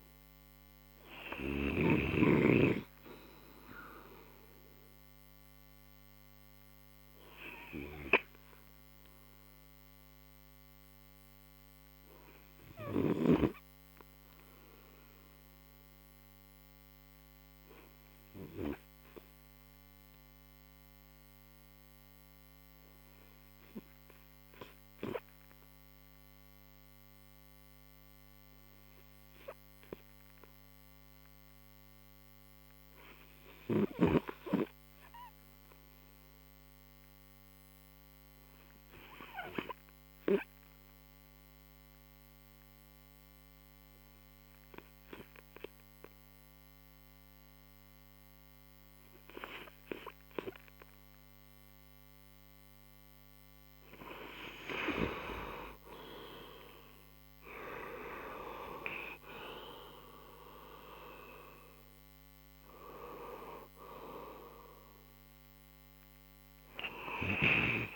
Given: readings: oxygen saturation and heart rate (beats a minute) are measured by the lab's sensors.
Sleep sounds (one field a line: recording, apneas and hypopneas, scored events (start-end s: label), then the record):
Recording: breathing in sleep by a microphone on the trachea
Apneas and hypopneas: 1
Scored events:
10.50-52.50 s: obstructive apnea (oxygen 92% before, 85% lowest)
44.00-67.96 s: oxygen desaturation (device-marked, oxygen 97% before, 85% lowest)
55.00-59.00 s: arousal
From the record:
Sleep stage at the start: N2 (light sleep)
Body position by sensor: on the right side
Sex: male